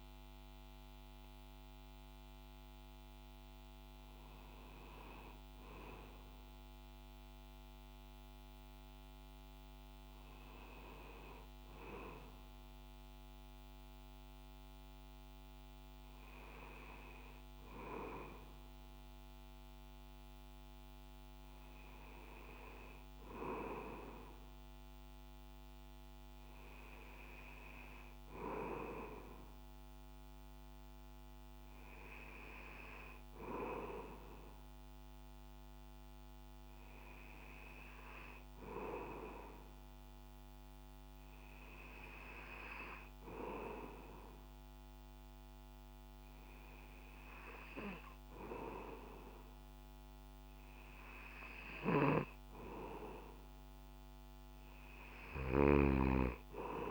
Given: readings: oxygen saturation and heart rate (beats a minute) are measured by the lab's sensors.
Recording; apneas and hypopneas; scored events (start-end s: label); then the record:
breathing in sleep by a microphone on the trachea; none
55.00-56.91 s: snoring (device-marked)
From the record:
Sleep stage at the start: N2 (light sleep); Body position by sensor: on the back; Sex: male